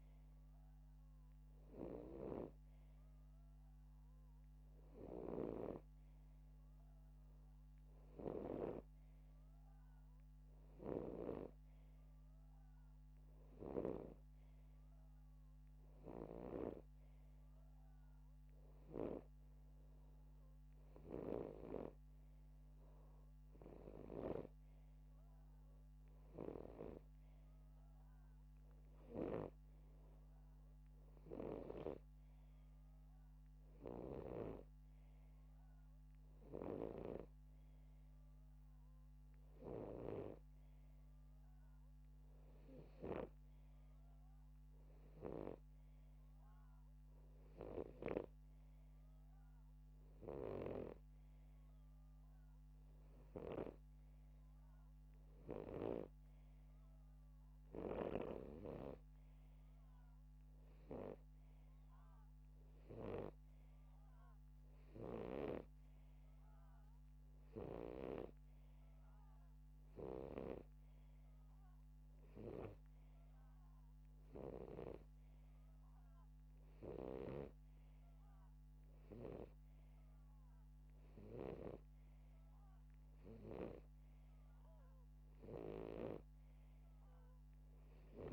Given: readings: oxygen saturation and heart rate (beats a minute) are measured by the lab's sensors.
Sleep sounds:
breathing in sleep by a microphone on the trachea; none
none scored
From the record:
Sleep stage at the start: N2 (light sleep); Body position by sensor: upright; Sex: male

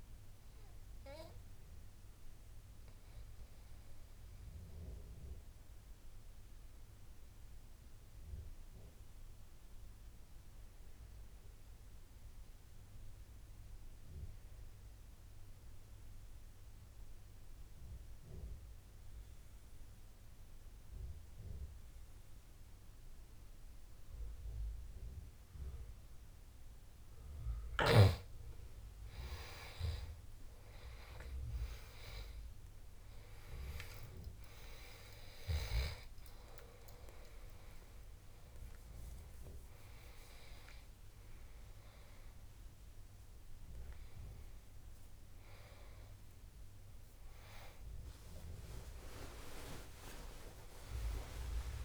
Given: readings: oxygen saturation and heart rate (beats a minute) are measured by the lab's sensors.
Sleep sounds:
breathing in sleep by a room microphone; 1
0.00-12.00 s: oxygen desaturation (device-marked, oxygen 85% lowest, heart rate 68 extreme)
1.50-26.50 s: obstructive apnea (oxygen 98% before, 83% lowest, heart rate 78 before, 68 extreme, up 15 after)
25.00-51.85 s: oxygen desaturation (device-marked, oxygen 99% before, 83% lowest, heart rate 71 before, 69 extreme)
28.50-33.50 s: arousal
46.00-51.85 s: new sleep stage, awake
From the record:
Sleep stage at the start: N2 (light sleep); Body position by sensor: on the right side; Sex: male

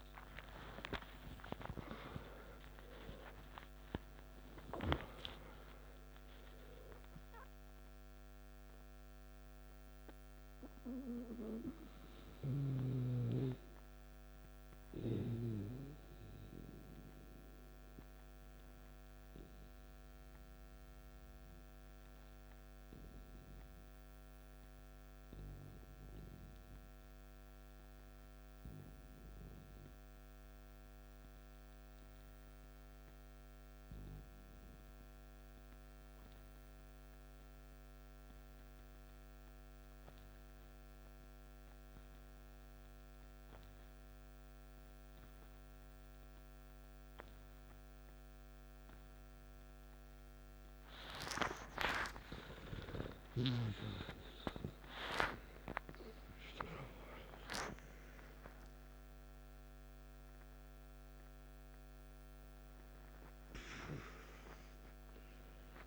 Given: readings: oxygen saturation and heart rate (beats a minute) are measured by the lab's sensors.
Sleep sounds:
breathing in sleep by a microphone on the trachea; 1
0.00-29.50 s: oxygen desaturation (device-marked, oxygen 86% lowest, heart rate 55 extreme)
16.50-51.00 s: mixed apnea (oxygen 94% before, 87% lowest, heart rate 67 before, 55 extreme, up 14 after)
44.50-65.86 s: oxygen desaturation (device-marked, oxygen 98% before, 88% lowest, heart rate 56 before, 52 extreme)
52.00-58.00 s: arousal
From the record:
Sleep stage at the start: N2 (light sleep); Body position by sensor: on the back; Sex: male

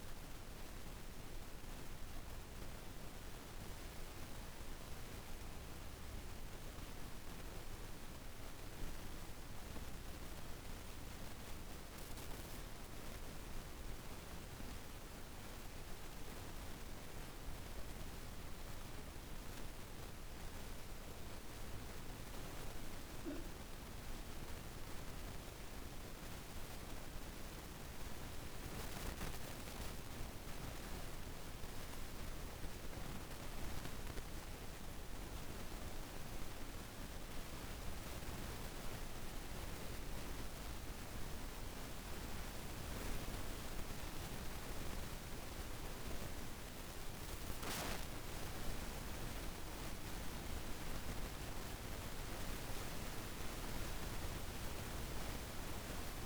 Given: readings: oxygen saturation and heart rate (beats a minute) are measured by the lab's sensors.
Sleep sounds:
breathing in sleep by a room microphone; none
14.00-20.00 s: oxygen desaturation (device-marked, oxygen 95% before, 92% lowest, heart rate 55 before, 52 extreme)
From the record:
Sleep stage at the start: N2 (light sleep); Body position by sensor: on the back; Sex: female

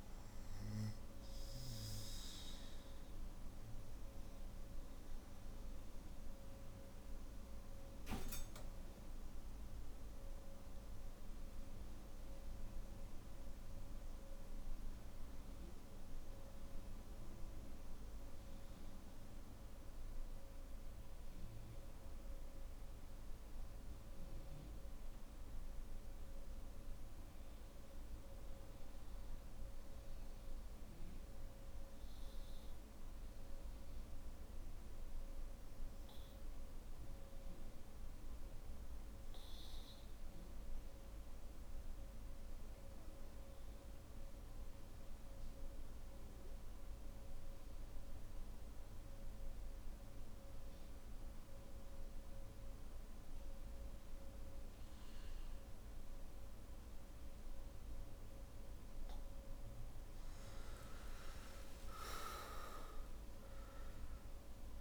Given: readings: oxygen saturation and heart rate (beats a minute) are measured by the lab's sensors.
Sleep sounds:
breathing in sleep, hard to hear, by a room microphone; 2
1.00-12.00 s: obstructive apnea (oxygen 96% before, 91% lowest, heart rate 53 before, 48 extreme, up 14 after)
33.50-58.00 s: obstructive apnea (oxygen 99% before, 90% lowest, heart rate 56 before, 44 extreme, up 15 after)
46.00-64.81 s: oxygen desaturation (device-marked, oxygen 98% before, 91% lowest, heart rate 50 before, 44 extreme)
From the record:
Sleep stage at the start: N3 (deep sleep); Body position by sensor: on the back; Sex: male

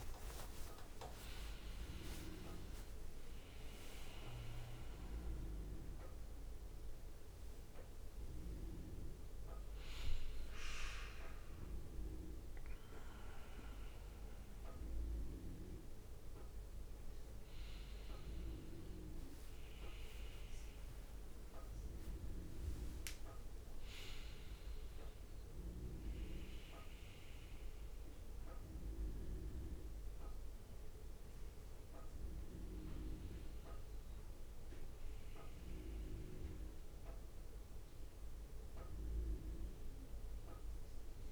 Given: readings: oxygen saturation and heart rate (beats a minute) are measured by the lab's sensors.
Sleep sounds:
a person awake in a sleep study, by a room microphone; none
0.00-6.00 s: drop in pulse transit time (device-marked, heart rate 70 extreme)
30.00-41.32 s: new sleep stage, N1 (lightest sleep)
From the record:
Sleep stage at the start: awake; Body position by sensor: on the front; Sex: male

